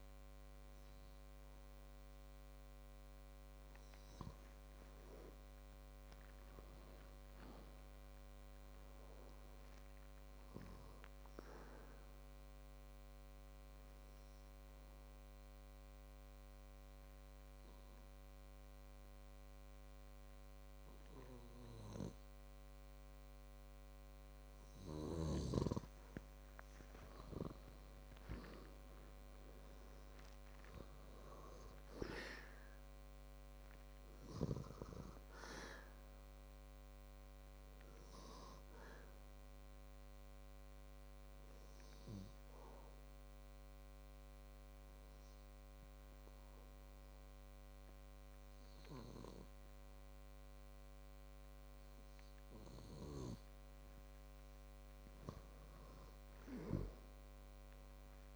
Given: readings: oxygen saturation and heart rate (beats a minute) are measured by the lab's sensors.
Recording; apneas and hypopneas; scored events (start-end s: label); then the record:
breathing in sleep by a microphone on the trachea; 2
10.50-25.50 s: obstructive apnea (oxygen 97% before, 92% lowest, heart rate 61 before, 56 extreme, up 11 after)
13.00-24.00 s: oxygen desaturation (device-marked, oxygen 97% before, 92% lowest, heart rate 60 before, 56 extreme)
27.00-30.50 s: arousal
37.50-54.00 s: obstructive apnea (oxygen 98% before, 94% lowest, heart rate 61 before, 56 extreme, up 8 after)
49.00-58.36 s: oxygen desaturation (device-marked, oxygen 97% before, 94% lowest, heart rate 61 before, 57 extreme)
56.00-58.36 s: arousal
From the record:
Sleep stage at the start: N2 (light sleep); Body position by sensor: on the back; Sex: male